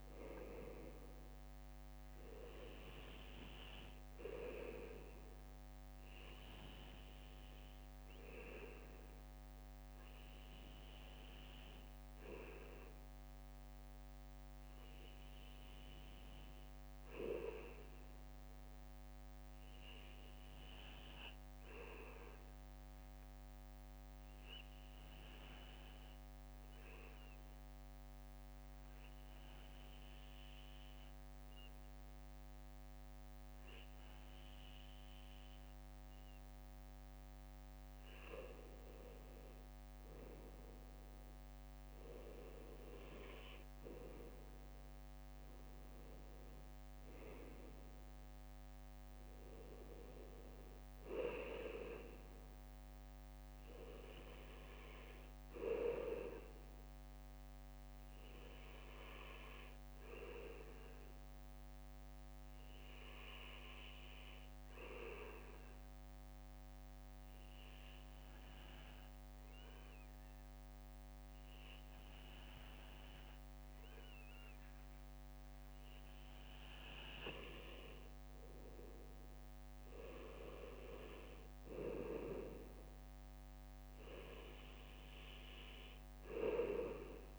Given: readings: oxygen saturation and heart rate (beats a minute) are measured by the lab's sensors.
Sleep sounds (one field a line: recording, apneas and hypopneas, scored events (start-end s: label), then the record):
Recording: breathing in sleep by a microphone on the trachea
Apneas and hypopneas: 2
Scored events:
0.00-39.50 s: bradycardia (device-marked, heart rate 56 extreme)
10.00-37.50 s: obstructive apnea (oxygen 98% before, 95% lowest, heart rate 60 before, 56 extreme, up 2 after)
41.00-45.00 s: arousal
48.50-72.50 s: bradycardia (device-marked, heart rate 59 before, 56 extreme)
60.50-76.00 s: obstructive apnea (oxygen 98% before, 96% lowest, heart rate 58 before, 56 extreme, up 3 after)
79.00-82.50 s: arousal
81.50-87.39 s: bradycardia (device-marked, heart rate 59 before, 56 extreme)
From the record:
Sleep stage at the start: N2 (light sleep)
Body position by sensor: on the back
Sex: male